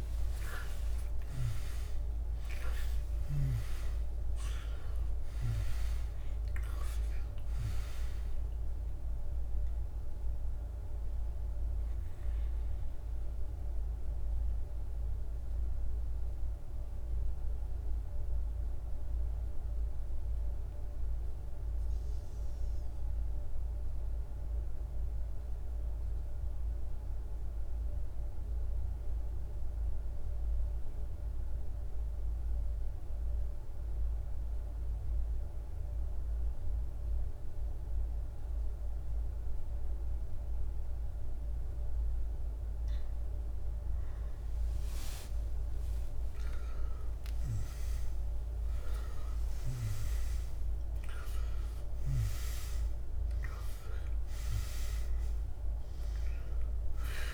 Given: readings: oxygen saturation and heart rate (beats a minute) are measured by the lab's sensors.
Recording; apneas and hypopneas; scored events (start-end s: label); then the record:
breathing in sleep by a room microphone; 1
0.00-2.00 s: arousal
0.00-18.50 s: oxygen desaturation (device-marked, oxygen 92% lowest, heart rate 48 extreme)
13.50-41.50 s: mixed apnea (oxygen 98% before, 90% lowest, heart rate 92 before, 48 extreme, up 38 after)
37.50-57.34 s: oxygen desaturation (device-marked, oxygen 99% before, 90% lowest, heart rate 49 before, 49 extreme)
43.50-48.00 s: arousal
From the record:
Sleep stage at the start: N2 (light sleep); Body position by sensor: on the back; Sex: male